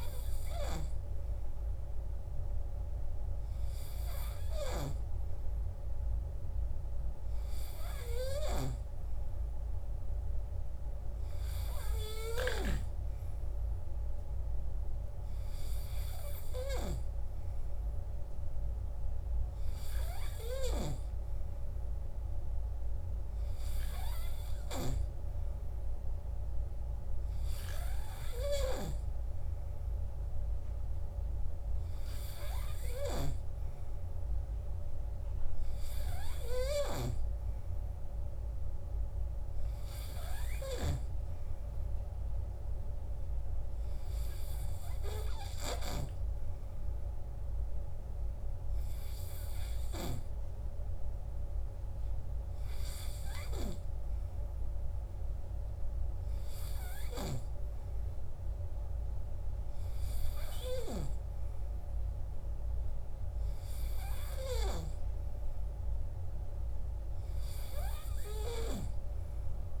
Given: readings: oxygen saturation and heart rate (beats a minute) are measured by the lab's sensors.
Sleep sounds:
breathing in sleep by a room microphone; none
none scored
From the record:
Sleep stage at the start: N3 (deep sleep); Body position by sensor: on the right side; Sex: male

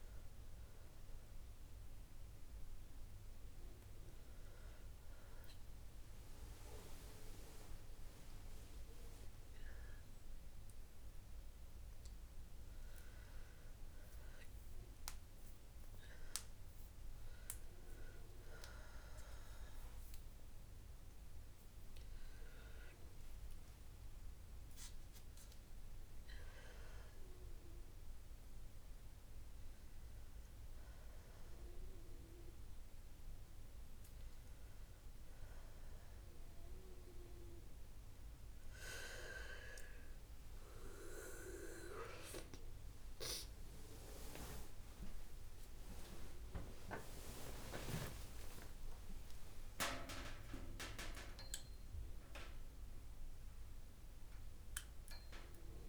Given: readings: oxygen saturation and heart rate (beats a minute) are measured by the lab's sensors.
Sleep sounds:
breathing in sleep by a room microphone; none
47.50-55.88 s: new sleep stage, awake
From the record:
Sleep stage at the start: N2 (light sleep); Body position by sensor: on the right side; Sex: female

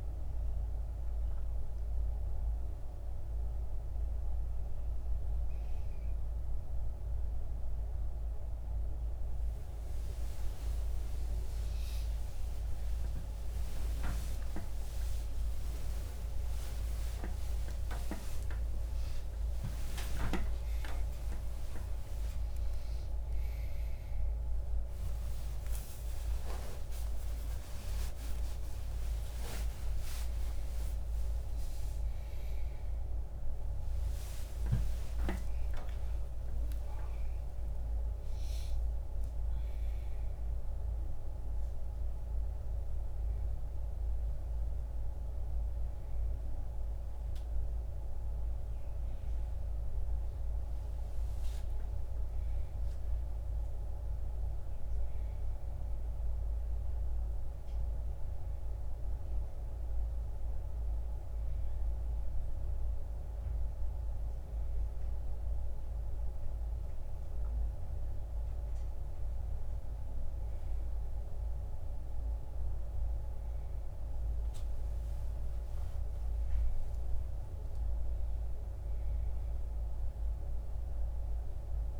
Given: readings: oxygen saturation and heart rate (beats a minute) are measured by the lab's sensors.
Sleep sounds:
a person awake in a sleep study, hard to hear, by a room microphone; none
51.50-82.00 s: new sleep stage, N1 (lightest sleep)
From the record:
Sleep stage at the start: awake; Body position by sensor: on the back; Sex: female

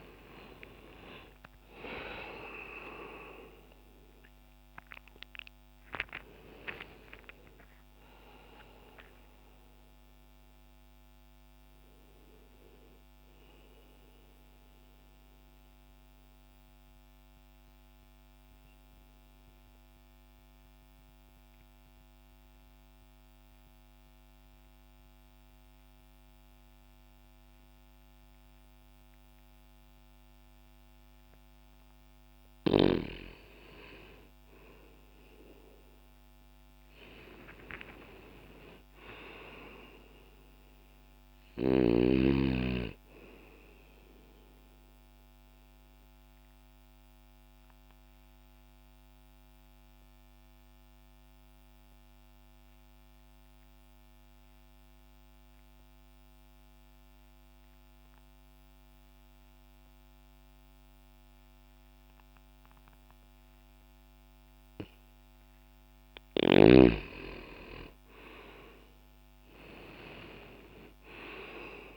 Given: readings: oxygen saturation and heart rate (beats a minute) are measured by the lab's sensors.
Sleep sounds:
breathing in sleep by a microphone on the trachea; 2
0.00-12.50 s: oxygen desaturation (device-marked, oxygen 88% lowest, heart rate 60 extreme)
14.50-31.50 s: mixed apnea (oxygen 97% before, 83% lowest, heart rate 94 before, 60 extreme, up 10 after)
22.50-28.50 s: oxygen desaturation (device-marked, oxygen 90% before, 83% lowest, heart rate 86 before, 60 extreme)
34.50-40.00 s: arousal
45.00-65.00 s: obstructive apnea (oxygen 98% before, 84% lowest, heart rate 73 before, 60 extreme, up 10 after)
45.50-65.50 s: oxygen desaturation (device-marked, oxygen 98% before, 89% lowest, heart rate 72 before, 60 extreme)
67.00-71.50 s: arousal
70.50-71.97 s: oxygen desaturation (device-marked, oxygen 96% before, 84% lowest, heart rate 67 before, 60 extreme)
From the record:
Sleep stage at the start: N2 (light sleep); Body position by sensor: on the left side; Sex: male

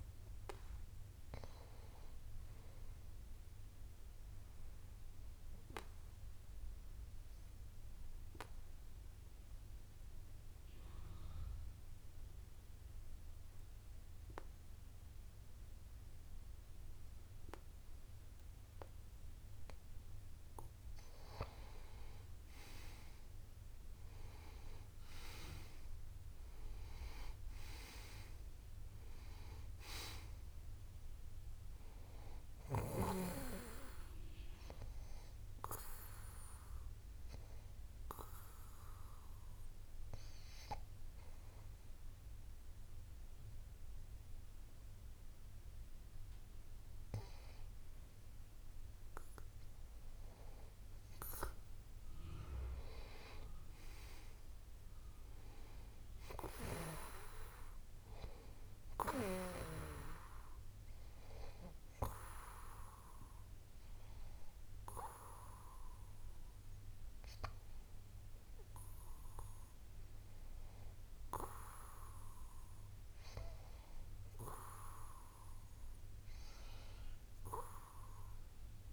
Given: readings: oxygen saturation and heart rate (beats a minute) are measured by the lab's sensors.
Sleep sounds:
breathing in sleep by a room microphone; 3
6.50-20.00 s: obstructive apnea (oxygen 95% before, 90% lowest)
22.50-27.50 s: arousal
24.00-48.00 s: oxygen desaturation (device-marked, oxygen 94% before, 90% lowest)
36.50-48.50 s: obstructive apnea (oxygen 94% before, 90% lowest)
50.50-54.00 s: arousal
61.50-74.00 s: hypopnea (oxygen 96% before, 91% lowest)
77.50-78.93 s: arousal
From the record:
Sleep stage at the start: N2 (light sleep); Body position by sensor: on the back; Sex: male

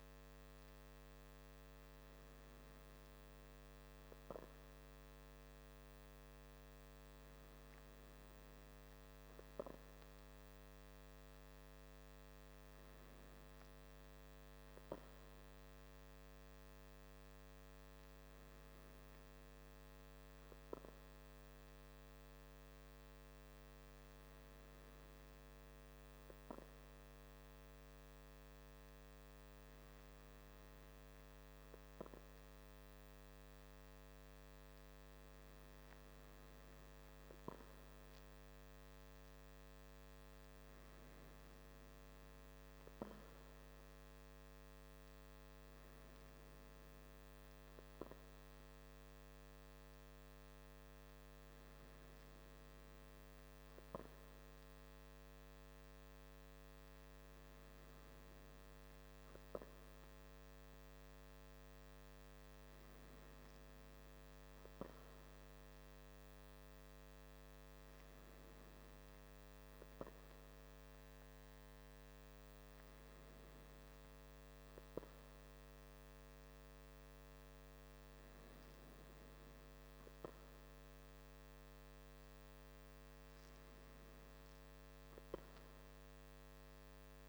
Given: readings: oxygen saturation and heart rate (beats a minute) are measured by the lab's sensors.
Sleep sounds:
breathing in sleep, hard to hear, by a microphone on the trachea; none
none scored
From the record:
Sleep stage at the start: N2 (light sleep); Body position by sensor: on the back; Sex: male

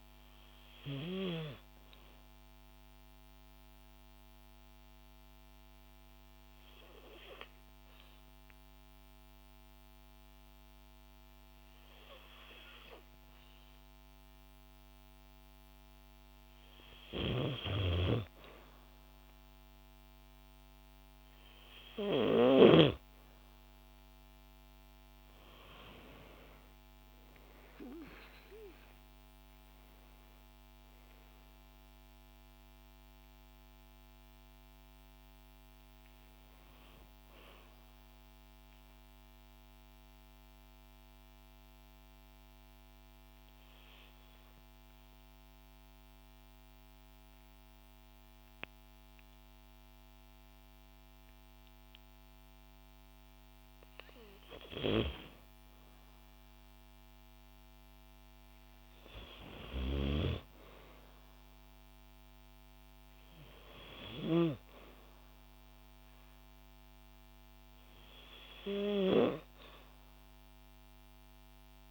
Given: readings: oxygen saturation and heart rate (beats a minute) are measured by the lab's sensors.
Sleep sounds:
breathing in sleep by a microphone on the trachea; 2
2.50-16.00 s: obstructive apnea (oxygen 96% before, 93% lowest, heart rate 64 before, 59 extreme, up 4 after)
25.50-29.00 s: arousal
38.50-54.00 s: mixed apnea (oxygen 96% before, 92% lowest, heart rate 67 before, 58 extreme, up 4 after)
56.00-60.00 s: arousal
57.50-71.91 s: oxygen desaturation (device-marked, oxygen 96% before, 93% lowest, heart rate 59 before, 58 extreme)
From the record:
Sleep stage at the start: N2 (light sleep); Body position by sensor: on the back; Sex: female

